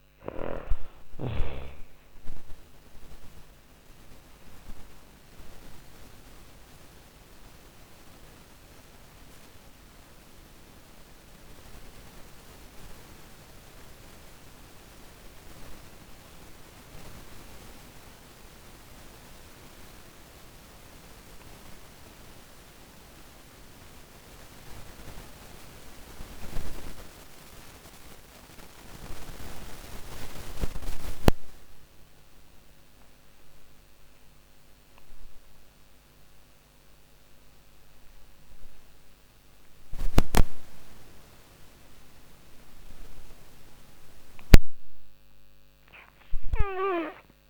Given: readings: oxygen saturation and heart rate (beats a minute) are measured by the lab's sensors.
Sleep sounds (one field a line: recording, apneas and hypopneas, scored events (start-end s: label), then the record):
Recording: breathing in sleep by a microphone on the trachea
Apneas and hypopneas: 1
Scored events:
0.00-18.50 s: oxygen desaturation (device-marked, oxygen 57% lowest, heart rate 32 extreme)
2.50-42.50 s: obstructive apnea (oxygen 85% before, 57% lowest, heart rate 59 before, 40 extreme)
23.50-47.50 s: new sleep stage, N2 (light sleep)
27.50-47.50 s: oxygen desaturation (device-marked, oxygen 96% before, 61% lowest, heart rate 58 before, 40 extreme)
44.00-47.50 s: snoring (device-marked)
44.50-47.50 s: arousal
From the record:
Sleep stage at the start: REM sleep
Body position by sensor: on the back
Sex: female